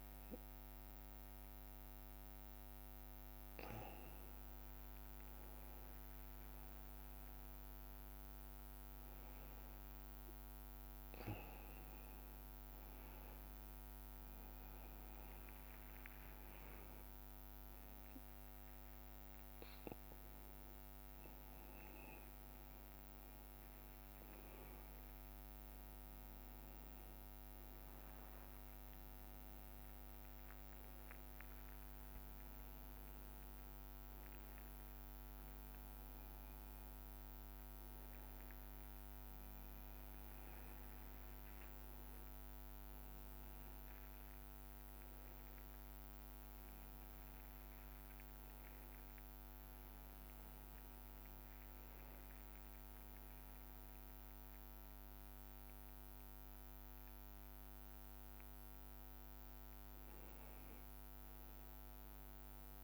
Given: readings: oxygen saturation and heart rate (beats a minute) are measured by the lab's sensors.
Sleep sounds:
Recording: a person awake in a sleep study, hard to hear, by a microphone on the trachea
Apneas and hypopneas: none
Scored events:
3.00-5.00 s: long interval between heartbeats (device-marked, heart rate 100 before, 91 extreme)
5.50-7.50 s: long interval between heartbeats (device-marked, heart rate 95 before, 118 extreme)
8.50-10.50 s: long interval between heartbeats (device-marked, heart rate 95 before, 121 extreme)
17.50-19.50 s: long interval between heartbeats (device-marked, heart rate 102 before, 104 extreme)
21.00-23.00 s: long interval between heartbeats (device-marked, heart rate 106 before, 105 extreme)
28.50-30.50 s: long interval between heartbeats (device-marked, heart rate 104 before, 104 extreme)
31.50-33.50 s: long interval between heartbeats (device-marked, heart rate 102 before, 117 extreme)
37.50-39.50 s: long interval between heartbeats (device-marked, heart rate 106 before, 98 extreme)
45.00-51.00 s: oxygen desaturation (device-marked, oxygen 96% before, 93% lowest, heart rate 104 before, 96 extreme)
From the record:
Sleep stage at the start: awake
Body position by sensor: on the right side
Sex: male

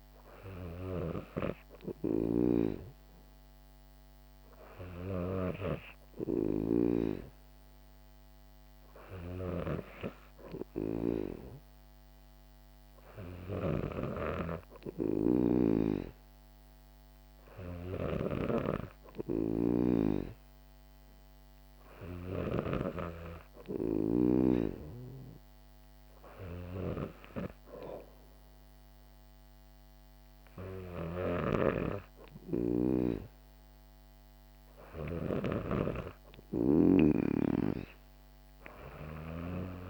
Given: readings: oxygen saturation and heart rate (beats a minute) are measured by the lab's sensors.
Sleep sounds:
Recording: breathing in sleep by a microphone on the trachea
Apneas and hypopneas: none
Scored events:
2.00-7.00 s: snoring (device-marked)
14.50-39.90 s: new sleep stage, N3 (deep sleep)
18.00-24.50 s: snoring (device-marked)
31.00-35.50 s: snoring (device-marked)
From the record:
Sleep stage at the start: N2 (light sleep)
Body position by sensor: on the back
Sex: female

